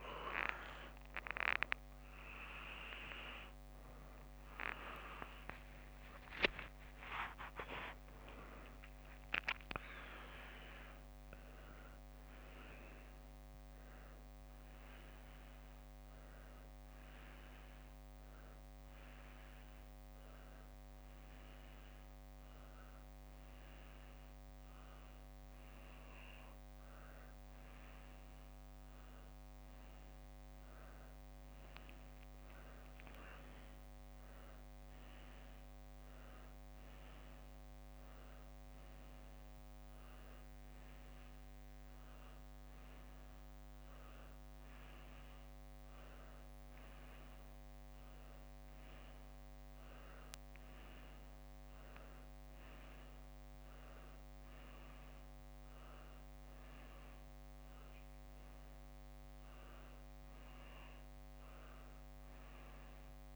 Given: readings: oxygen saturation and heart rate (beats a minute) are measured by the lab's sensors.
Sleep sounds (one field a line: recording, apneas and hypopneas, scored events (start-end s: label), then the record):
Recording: a person awake in a sleep study, by a microphone on the trachea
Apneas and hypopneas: none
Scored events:
0.00-1.00 s: drop in pulse transit time (device-marked, heart rate 76 extreme)
4.00-6.50 s: leg movement (device-marked)
49.50-53.50 s: leg movement (device-marked)
From the record:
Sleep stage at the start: awake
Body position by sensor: on the back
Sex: female